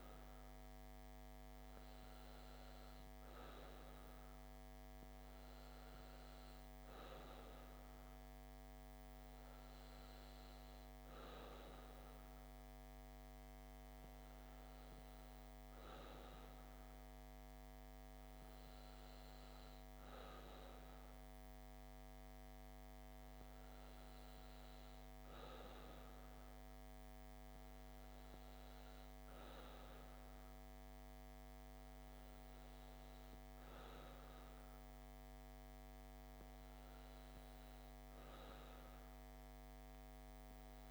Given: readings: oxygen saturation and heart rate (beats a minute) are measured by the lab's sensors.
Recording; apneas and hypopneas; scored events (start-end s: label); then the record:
breathing in sleep, hard to hear, by a microphone on the trachea; none
none scored
From the record:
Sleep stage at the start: N2 (light sleep); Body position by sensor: on the back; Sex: female